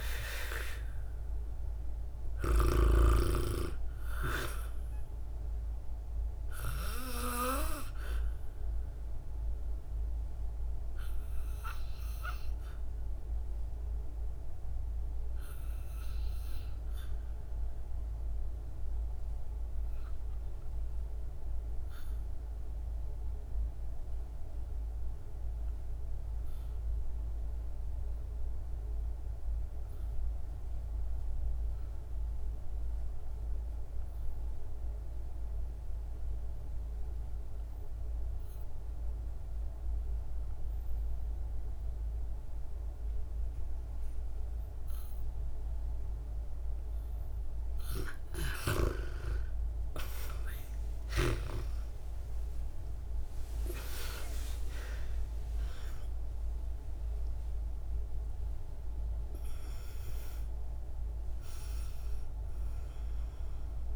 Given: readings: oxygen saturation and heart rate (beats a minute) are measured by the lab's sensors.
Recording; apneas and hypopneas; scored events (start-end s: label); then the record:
breathing in sleep by a room microphone; 1
0.00-1.00 s: arousal
0.00-2.00 s: snoring (device-marked)
0.00-22.00 s: oxygen desaturation (device-marked, oxygen 86% lowest, heart rate 52 extreme)
8.50-46.50 s: obstructive apnea (oxygen 99% before, 78% lowest, heart rate 58 before, 51 extreme, up 18 after)
38.00-63.96 s: oxygen desaturation (device-marked, oxygen 98% before, 78% lowest, heart rate 59 before, 51 extreme)
49.50-54.00 s: arousal
From the record:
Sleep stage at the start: REM sleep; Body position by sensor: on the back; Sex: female